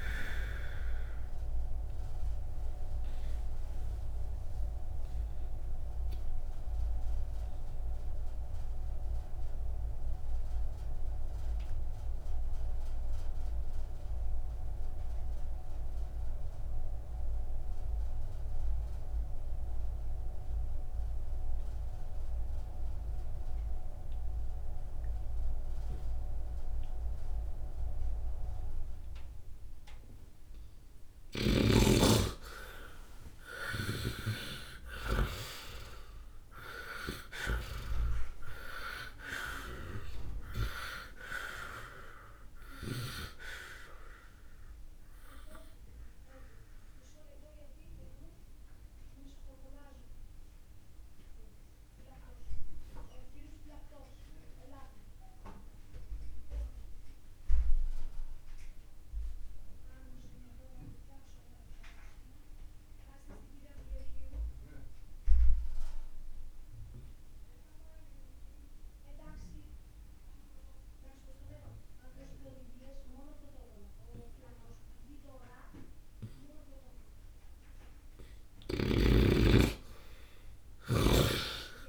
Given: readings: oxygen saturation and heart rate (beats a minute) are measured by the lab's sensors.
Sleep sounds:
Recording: breathing in sleep by a room microphone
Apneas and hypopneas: 2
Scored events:
0.00-3.50 s: oxygen desaturation (device-marked, oxygen 79% lowest, heart rate 60 extreme)
2.00-30.00 s: obstructive apnea (oxygen 94% before, 75% lowest, heart rate 56 before, 54 extreme, up 12 after)
5.50-32.50 s: oxygen desaturation (device-marked, oxygen 82% before, 75% lowest, heart rate 59 before, 54 extreme)
31.00-35.50 s: snoring (device-marked)
33.00-37.50 s: arousal
36.50-72.50 s: oxygen desaturation (device-marked, oxygen 95% before, 76% lowest, heart rate 61 before, 51 extreme)
37.00-39.00 s: long interval between heartbeats (device-marked, heart rate 61 before, 67 extreme)
45.00-77.00 s: obstructive apnea (oxygen 95% before, 70% lowest, heart rate 64 before, 51 extreme, up 4 after)
79.00-81.89 s: arousal
From the record:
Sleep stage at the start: N2 (light sleep)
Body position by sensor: on the right side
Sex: male

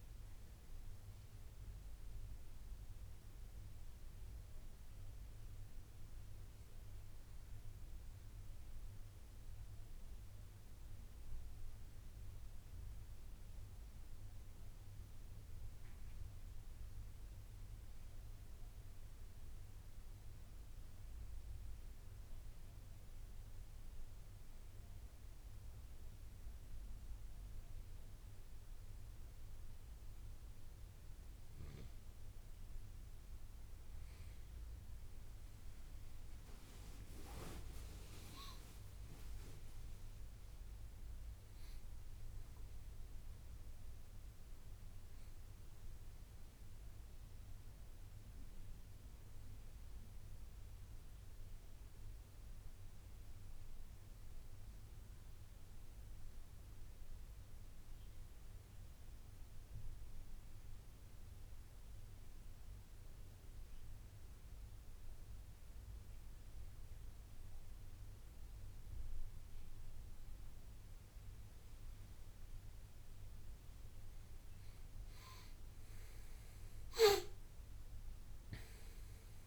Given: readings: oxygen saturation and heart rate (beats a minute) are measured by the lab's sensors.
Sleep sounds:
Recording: breathing in sleep, hard to hear, by a room microphone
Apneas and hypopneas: 2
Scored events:
0.00-1.50 s: arousal
8.00-18.50 s: central apnea (oxygen 96% before, 91% lowest, heart rate 83 before, 79 extreme, up 2 after)
30.00-41.00 s: oxygen desaturation (device-marked, oxygen 95% before, 92% lowest, heart rate 82 before, 76 extreme)
36.50-41.50 s: arousal
54.00-70.00 s: central apnea (oxygen 95% before, 91% lowest, heart rate 87 before, 77 extreme, up 6 after)
72.50-76.50 s: arousal
78.00-79.47 s: oxygen desaturation (device-marked, oxygen 96% before, 91% lowest, heart rate 81 before, 81 extreme)
From the record:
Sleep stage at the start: N2 (light sleep)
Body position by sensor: on the right side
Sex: male

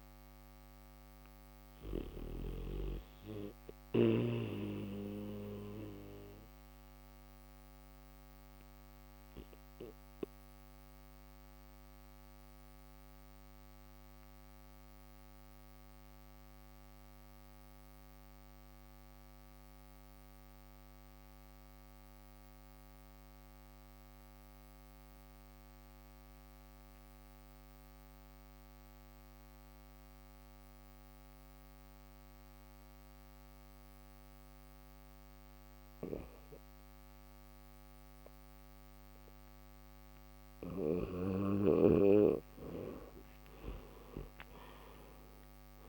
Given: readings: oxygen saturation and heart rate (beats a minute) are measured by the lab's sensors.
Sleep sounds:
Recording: breathing in sleep by a microphone on the trachea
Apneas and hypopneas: none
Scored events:
0.00-1.50 s: snoring (device-marked)
From the record:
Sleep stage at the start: N1 (lightest sleep)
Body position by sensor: on the back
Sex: male

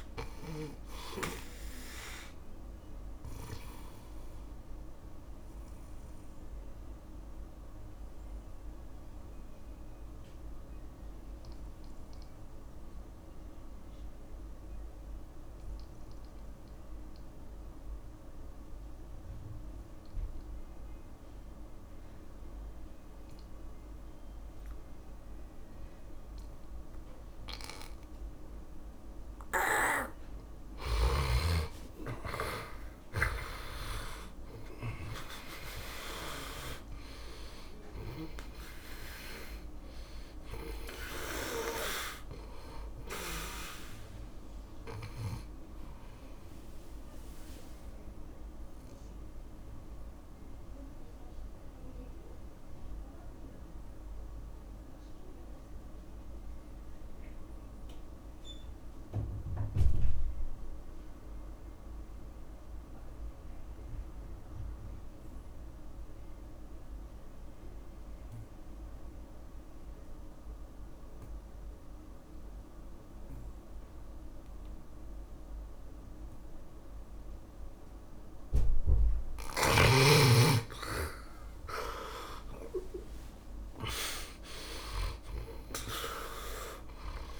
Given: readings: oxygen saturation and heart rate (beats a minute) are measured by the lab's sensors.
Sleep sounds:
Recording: breathing in sleep by a room microphone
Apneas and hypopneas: 2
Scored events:
0.00-16.00 s: oxygen desaturation (device-marked, oxygen 85% lowest, heart rate 53 extreme)
4.00-29.50 s: mixed apnea (oxygen 100% before, 83% lowest, heart rate 70 before, 53 extreme, up 10 after)
29.00-61.00 s: oxygen desaturation (device-marked, oxygen 100% before, 83% lowest, heart rate 59 before, 49 extreme)
31.50-36.50 s: arousal
47.50-78.50 s: mixed apnea (oxygen 100% before, 81% lowest, heart rate 64 before, 49 extreme, up 18 after)
78.00-87.40 s: oxygen desaturation (device-marked, oxygen 100% before, 81% lowest, heart rate 61 before, 52 extreme)
81.00-86.50 s: arousal
From the record:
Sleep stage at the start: N2 (light sleep)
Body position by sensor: on the back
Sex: male

